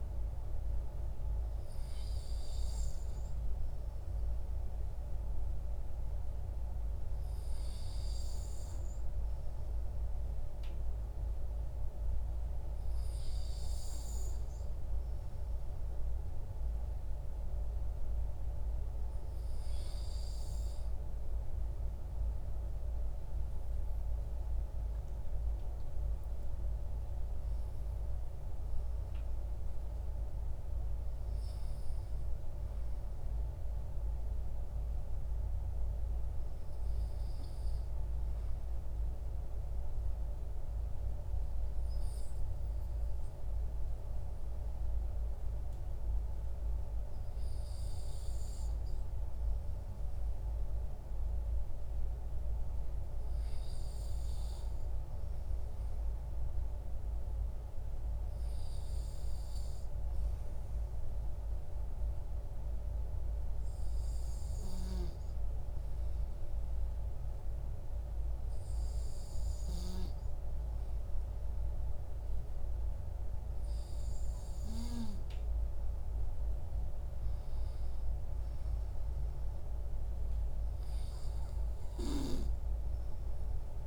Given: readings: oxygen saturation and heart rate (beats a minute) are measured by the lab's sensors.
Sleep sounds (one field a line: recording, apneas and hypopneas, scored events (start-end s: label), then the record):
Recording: breathing in sleep, hard to hear, by a room microphone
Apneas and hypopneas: none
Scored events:
none scored
From the record:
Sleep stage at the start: N2 (light sleep)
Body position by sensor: on the back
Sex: male